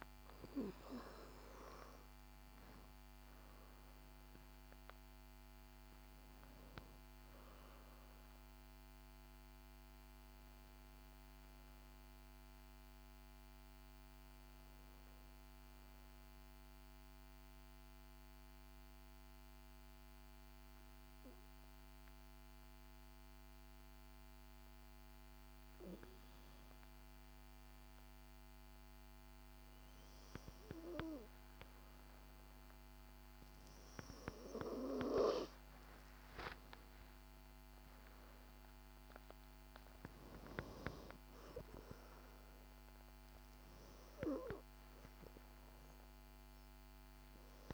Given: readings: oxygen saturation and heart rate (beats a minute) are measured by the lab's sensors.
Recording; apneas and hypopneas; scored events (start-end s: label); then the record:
breathing in sleep by a microphone on the trachea; 1
9.00-30.00 s: oxygen desaturation (device-marked, oxygen 97% before, 91% lowest, heart rate 64 before, 51 extreme)
14.00-32.50 s: hypopnea (oxygen 97% before, 91% lowest, heart rate 64 before, 51 extreme, up 10 after)
25.50-27.50 s: long interval between heartbeats (device-marked, heart rate 57 before, 59 extreme)
33.00-38.50 s: arousal
From the record:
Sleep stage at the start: N2 (light sleep); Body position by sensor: on the back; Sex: female